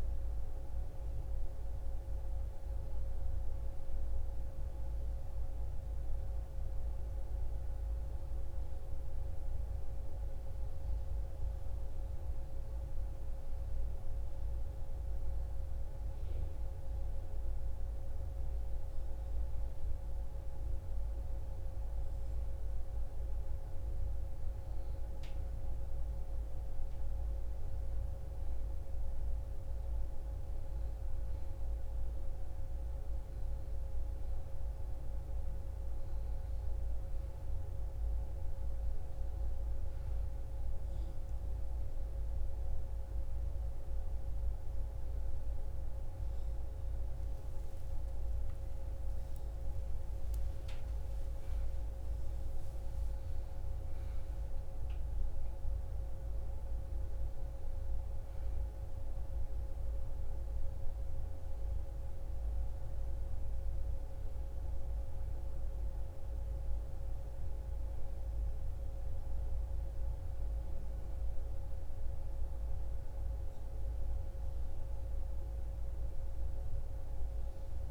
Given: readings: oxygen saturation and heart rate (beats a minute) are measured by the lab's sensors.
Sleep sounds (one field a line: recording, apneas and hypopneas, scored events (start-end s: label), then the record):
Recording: a person partly awake in a sleep study, hard to hear, by a room microphone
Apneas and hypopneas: none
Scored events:
1.00-77.91 s: new sleep stage, N1 (lightest sleep)
50.00-56.50 s: arousal
From the record:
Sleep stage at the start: awake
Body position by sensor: on the back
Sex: female